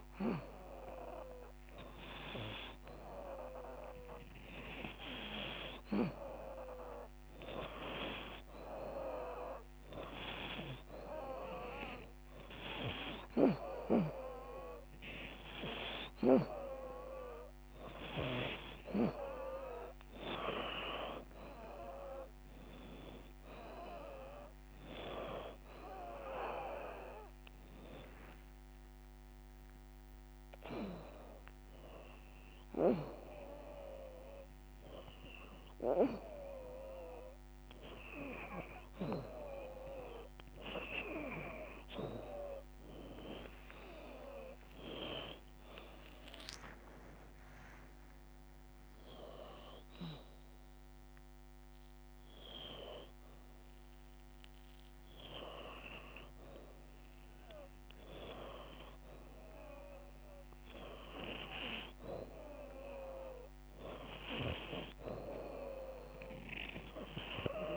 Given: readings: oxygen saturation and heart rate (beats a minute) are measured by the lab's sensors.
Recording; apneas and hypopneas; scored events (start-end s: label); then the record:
breathing in sleep by a microphone on the trachea; none
0.00-2.00 s: drop in pulse transit time (device-marked, heart rate 96 extreme)
0.00-8.00 s: oxygen desaturation (device-marked, oxygen 88% lowest, heart rate 91 extreme)
34.50-40.00 s: arousal
44.00-55.00 s: drop in pulse transit time (device-marked, heart rate 98 before, 82 extreme)
From the record:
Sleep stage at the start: N2 (light sleep); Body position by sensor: upright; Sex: female